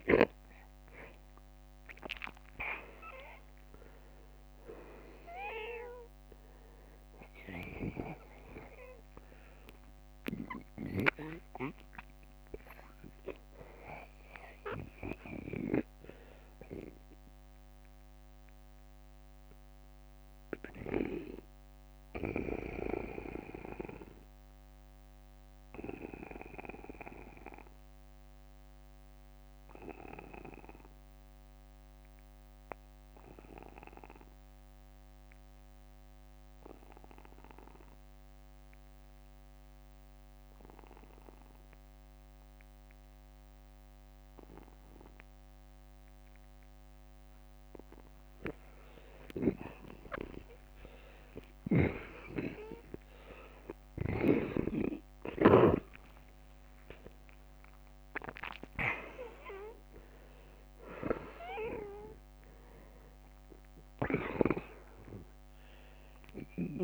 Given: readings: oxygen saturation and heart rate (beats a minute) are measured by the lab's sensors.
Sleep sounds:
breathing in sleep by a microphone on the trachea; 1
3.50-10.50 s: oxygen desaturation (device-marked, oxygen 92% before, 87% lowest, heart rate 81 before, 52 extreme)
7.00-9.00 s: long interval between heartbeats (device-marked, heart rate 83 before, 67 extreme)
15.50-39.50 s: oxygen desaturation (device-marked, oxygen 89% before, 76% lowest, heart rate 77 before, 38 extreme)
16.00-45.50 s: obstructive apnea (oxygen 92% before, 76% lowest, heart rate 77 before, 38 extreme, up 24 after)
47.50-52.00 s: arousal
55.50-61.50 s: oxygen desaturation (device-marked, oxygen 96% before, 92% lowest, heart rate 53 before, 55 extreme)
From the record:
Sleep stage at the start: N2 (light sleep); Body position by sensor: on the back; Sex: male

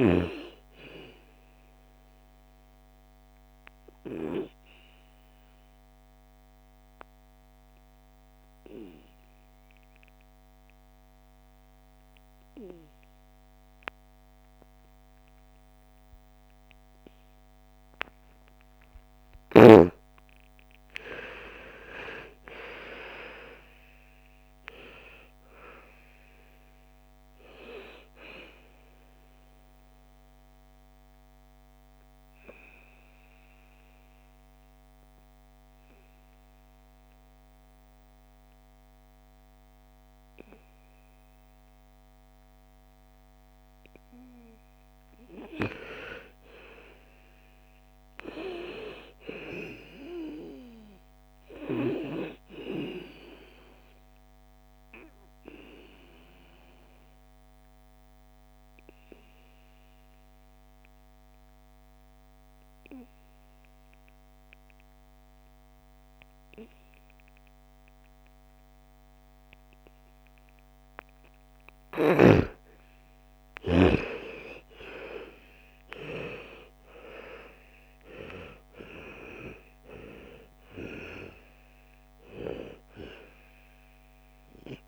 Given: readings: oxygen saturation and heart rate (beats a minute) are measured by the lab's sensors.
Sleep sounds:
breathing in sleep by a microphone on the trachea; 3
0.00-12.50 s: oxygen desaturation (device-marked, oxygen 88% lowest, heart rate 54 extreme)
3.00-19.50 s: obstructive apnea (oxygen 98% before, 84% lowest, heart rate 60 before, 54 extreme, up 14 after)
21.50-25.50 s: arousal
26.50-46.50 s: oxygen desaturation (device-marked, oxygen 98% before, 84% lowest, heart rate 58 before, 54 extreme)
29.50-44.50 s: obstructive apnea (oxygen 99% before, 83% lowest, heart rate 60 before, 54 extreme, up 9 after)
47.00-51.00 s: arousal
54.00-72.00 s: obstructive apnea (oxygen 99% before, 81% lowest, heart rate 58 before, 54 extreme, up 17 after)
59.50-65.50 s: oxygen desaturation (device-marked, oxygen 99% before, 91% lowest, heart rate 59 before, 56 extreme)
71.50-84.87 s: oxygen desaturation (device-marked, oxygen 98% before, 83% lowest, heart rate 57 before, 56 extreme)
74.00-77.50 s: arousal
From the record:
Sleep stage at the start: N2 (light sleep); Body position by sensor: on the back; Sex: female

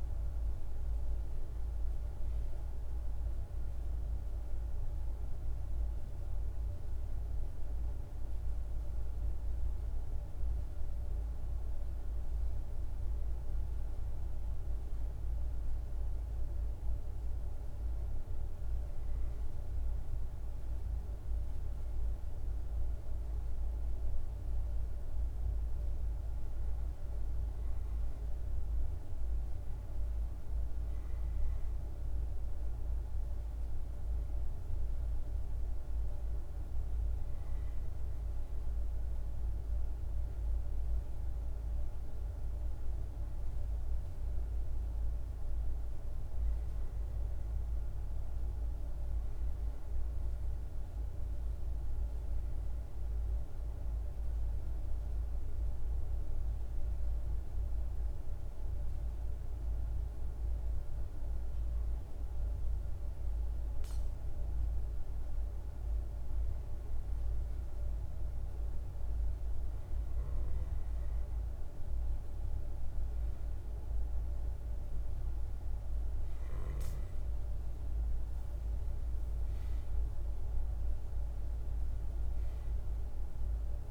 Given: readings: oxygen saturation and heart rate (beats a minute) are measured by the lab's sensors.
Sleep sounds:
breathing in sleep, hard to hear, by a room microphone; 2
0.00-10.00 s: oxygen desaturation (device-marked, oxygen 91% lowest, heart rate 52 extreme)
3.00-17.50 s: obstructive apnea (oxygen 97% before, 92% lowest, heart rate 57 before, 52 extreme, up 3 after)
8.00-83.91 s: new sleep stage, N2 (light sleep)
20.00-24.50 s: arousal
28.00-45.00 s: oxygen desaturation (device-marked, oxygen 97% before, 93% lowest, heart rate 53 before, 53 extreme)
48.00-64.00 s: obstructive apnea (oxygen 97% before, 91% lowest, heart rate 54 before, 53 extreme, up 2 after)
65.50-69.00 s: arousal
From the record:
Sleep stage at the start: N1 (lightest sleep); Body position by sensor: on the right side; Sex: male

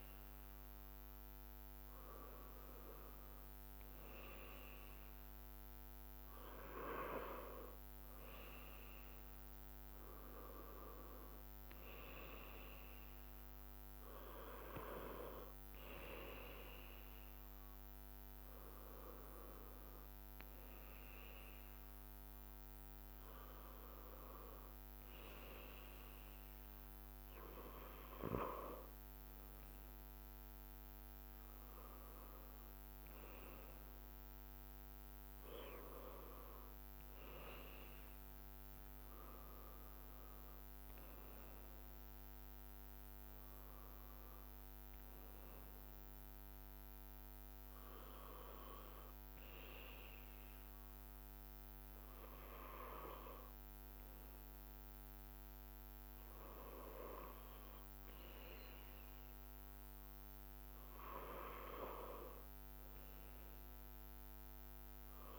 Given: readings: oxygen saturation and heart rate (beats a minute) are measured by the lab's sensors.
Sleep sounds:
breathing in sleep by a microphone on the trachea; none
0.00-35.00 s: bradycardia (device-marked)
7.00-8.00 s: drop in pulse transit time (device-marked)
18.50-20.50 s: long interval between heartbeats (device-marked)
29.00-47.00 s: drop in pulse transit time (device-marked)
31.50-33.50 s: long interval between heartbeats (device-marked, heart rate 34 before, 28 extreme)
43.00-65.39 s: bradycardia (device-marked)
From the record:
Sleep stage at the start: N2 (light sleep); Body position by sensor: on the back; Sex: male

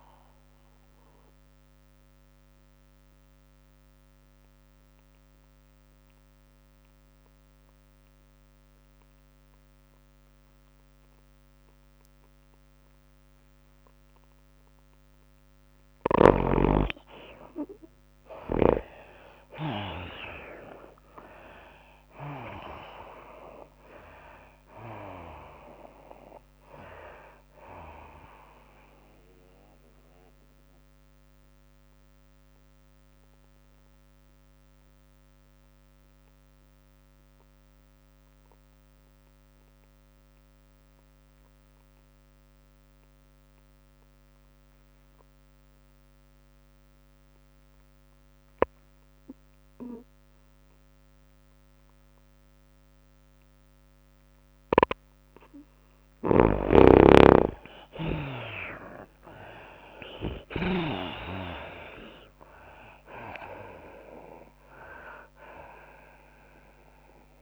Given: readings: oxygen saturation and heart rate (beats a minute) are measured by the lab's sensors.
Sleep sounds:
breathing in sleep by a microphone on the trachea; 2
0.00-5.00 s: oxygen desaturation (device-marked, oxygen 75% lowest, heart rate 102 extreme)
0.00-6.00 s: drop in pulse transit time (device-marked, heart rate 108 extreme)
0.00-39.00 s: tachycardia (device-marked, heart rate 111 extreme)
2.00-17.00 s: obstructive apnea (oxygen 95% before, 75% lowest, heart rate 106 before, 102 extreme, up 5 after)
16.00-36.00 s: oxygen desaturation (device-marked, oxygen 97% before, 79% lowest, heart rate 108 before, 87 extreme)
20.00-23.00 s: arousal
22.00-36.00 s: drop in pulse transit time (device-marked, heart rate 106 before, 105 extreme)
31.00-56.00 s: obstructive apnea (oxygen 97% before, 75% lowest, heart rate 106 before, 87 extreme, up 19 after)
43.50-45.50 s: long interval between heartbeats (device-marked, heart rate 106 before, 99 extreme)
44.00-67.42 s: oxygen desaturation (device-marked, oxygen 98% before, 75% lowest, heart rate 106 before, 88 extreme)
55.00-67.42 s: tachycardia (device-marked, heart rate 104 before, 109 extreme)
57.00-61.50 s: snoring (device-marked)
59.00-63.50 s: arousal
61.00-67.42 s: drop in pulse transit time (device-marked, heart rate 96 before, 105 extreme)
From the record:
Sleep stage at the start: N2 (light sleep); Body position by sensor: on the right side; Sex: female

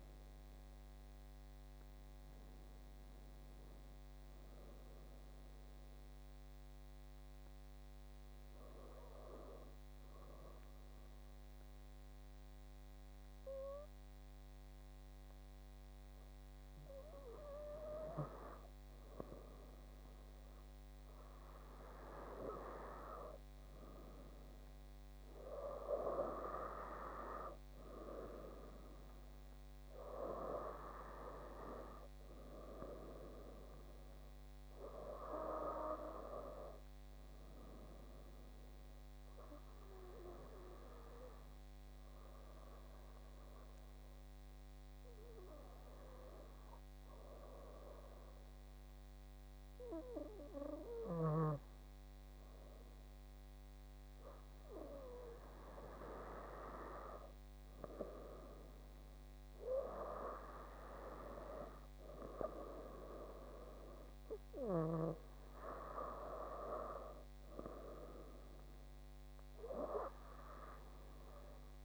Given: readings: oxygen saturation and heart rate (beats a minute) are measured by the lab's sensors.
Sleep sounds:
breathing in sleep by a microphone on the trachea; 2
7.00-18.00 s: obstructive apnea (oxygen 94% before, 93% lowest)
21.00-25.50 s: arousal
42.00-55.50 s: hypopnea (oxygen 97% before, 93% lowest)
56.50-71.85 s: oxygen desaturation (device-marked, oxygen 97% before, 93% lowest)
58.00-62.00 s: arousal
From the record:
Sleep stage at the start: N2 (light sleep); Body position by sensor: on the left side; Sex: female

